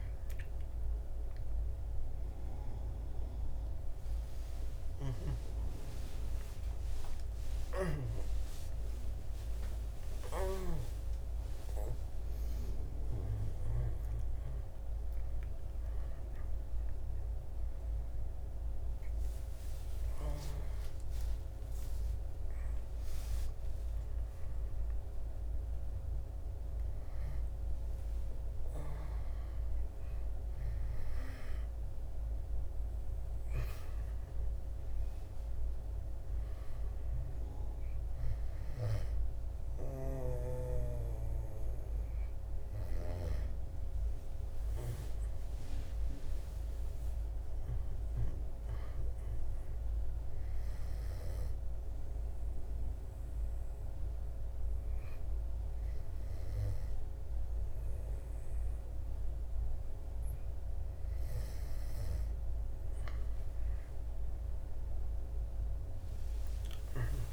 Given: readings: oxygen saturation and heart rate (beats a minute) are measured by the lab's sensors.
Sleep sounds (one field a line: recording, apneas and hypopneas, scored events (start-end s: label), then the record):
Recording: a person awake in a sleep study, by a room microphone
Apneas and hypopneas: none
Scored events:
none scored
From the record:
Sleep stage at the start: awake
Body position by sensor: on the back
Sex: male